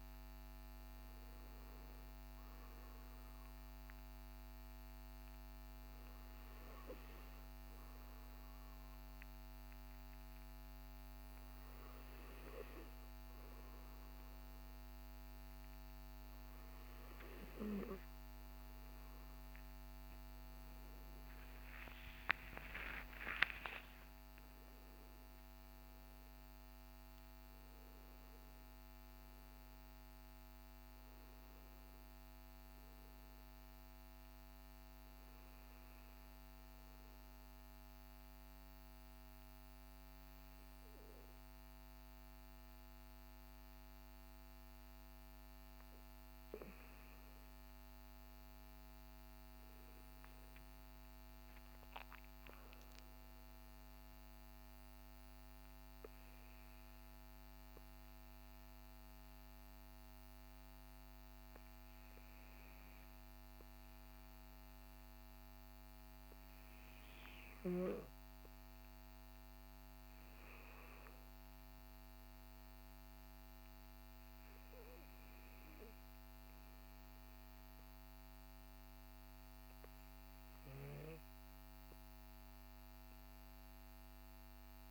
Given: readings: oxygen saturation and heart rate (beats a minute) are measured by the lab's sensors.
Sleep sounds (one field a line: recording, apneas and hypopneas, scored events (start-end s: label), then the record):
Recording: breathing in sleep by a microphone on the trachea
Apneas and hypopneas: 3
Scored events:
2.50-17.00 s: hypopnea (oxygen 97% before, 95% lowest, heart rate 67 before, 51 extreme, up 19 after)
20.00-23.50 s: arousal
34.50-44.50 s: hypopnea (oxygen 97% before, 95% lowest, heart rate 62 before, 47 extreme, up 18 after)
47.00-50.50 s: arousal
53.00-64.50 s: obstructive apnea (oxygen 97% before, 93% lowest, heart rate 57 before, 47 extreme, up 13 after)
67.50-71.00 s: arousal
From the record:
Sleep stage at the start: N2 (light sleep)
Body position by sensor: on the back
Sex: male